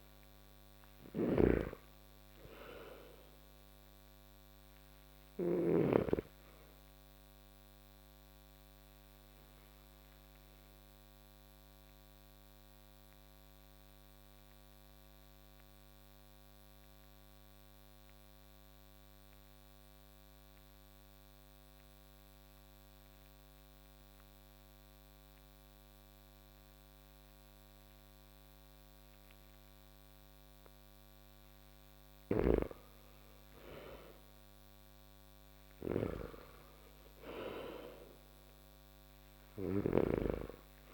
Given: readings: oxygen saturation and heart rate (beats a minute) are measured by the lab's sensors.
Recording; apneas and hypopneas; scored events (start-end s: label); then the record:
breathing in sleep by a microphone on the trachea; 1
0.00-5.00 s: snoring (device-marked)
0.00-25.00 s: oxygen desaturation (device-marked, oxygen 82% lowest)
5.00-32.50 s: obstructive apnea (oxygen 98% before, 82% lowest)
31.50-39.50 s: snoring (device-marked)
34.50-38.00 s: arousal
38.00-40.94 s: oxygen desaturation (device-marked, oxygen 98% before, 91% lowest)
From the record:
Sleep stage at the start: N2 (light sleep); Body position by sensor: on the back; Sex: male